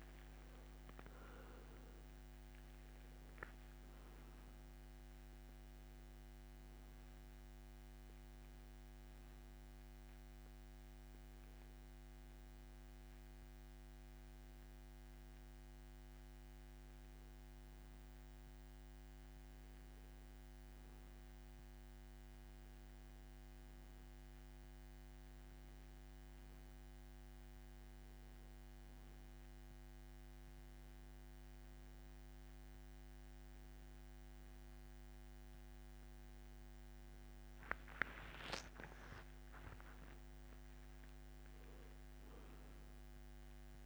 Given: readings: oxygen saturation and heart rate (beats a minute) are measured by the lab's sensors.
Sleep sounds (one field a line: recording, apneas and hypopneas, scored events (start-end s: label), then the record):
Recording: breathing in sleep, hard to hear, by a microphone on the trachea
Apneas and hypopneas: none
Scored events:
26.00-43.85 s: new sleep stage, N2 (light sleep)
39.50-43.00 s: arousal
From the record:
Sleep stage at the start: N1 (lightest sleep)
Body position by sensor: on the back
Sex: male